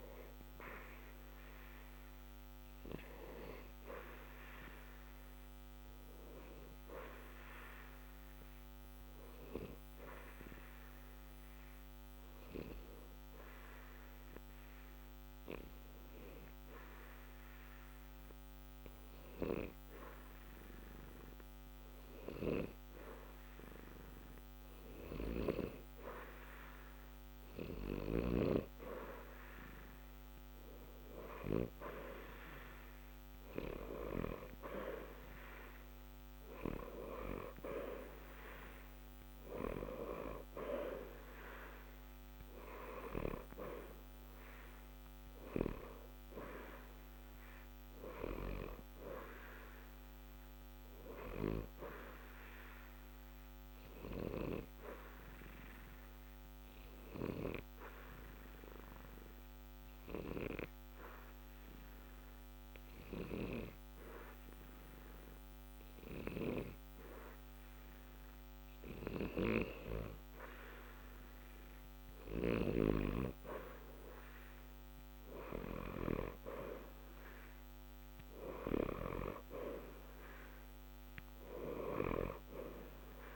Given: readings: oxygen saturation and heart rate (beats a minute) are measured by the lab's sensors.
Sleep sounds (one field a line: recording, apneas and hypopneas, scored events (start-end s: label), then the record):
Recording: breathing in sleep by a microphone on the trachea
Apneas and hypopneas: 2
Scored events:
0.00-21.00 s: oxygen desaturation (device-marked, oxygen 87% lowest, heart rate 60 extreme)
8.00-24.50 s: obstructive apnea (oxygen 93% before, 87% lowest, heart rate 60 before, 60 extreme, up 0 after)
26.50-30.50 s: arousal
41.00-66.00 s: oxygen desaturation (device-marked, oxygen 92% before, 88% lowest, heart rate 60 before, 60 extreme)
53.00-69.00 s: obstructive apnea (oxygen 93% before, 88% lowest, heart rate 60 before, 60 extreme, up 2 after)
71.50-76.50 s: arousal
From the record:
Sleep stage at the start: N2 (light sleep)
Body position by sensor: on the back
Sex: male